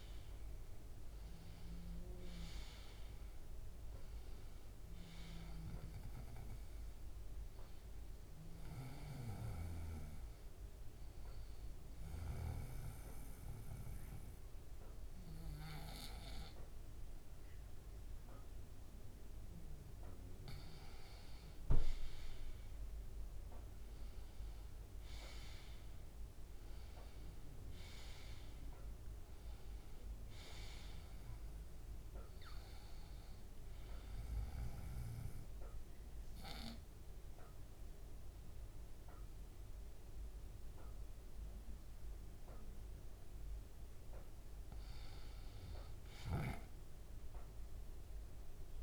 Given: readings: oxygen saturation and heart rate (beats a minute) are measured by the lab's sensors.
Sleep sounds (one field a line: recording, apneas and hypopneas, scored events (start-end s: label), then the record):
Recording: breathing in sleep by a room microphone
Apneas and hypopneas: 2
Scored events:
0.00-2.00 s: arousal
0.00-2.50 s: oxygen desaturation (device-marked, oxygen 90% lowest, heart rate 70 extreme)
11.00-21.00 s: obstructive apnea (oxygen 97% before, 92% lowest, heart rate 73 before, 70 extreme, up 1 after)
23.00-27.50 s: arousal
29.50-48.50 s: oxygen desaturation (device-marked, oxygen 97% before, 92% lowest, heart rate 71 before, 71 extreme)
34.00-44.50 s: obstructive apnea (oxygen 97% before, 90% lowest, heart rate 72 before, 71 extreme, up 2 after)
From the record:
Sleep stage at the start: N2 (light sleep)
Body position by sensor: on the right side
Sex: male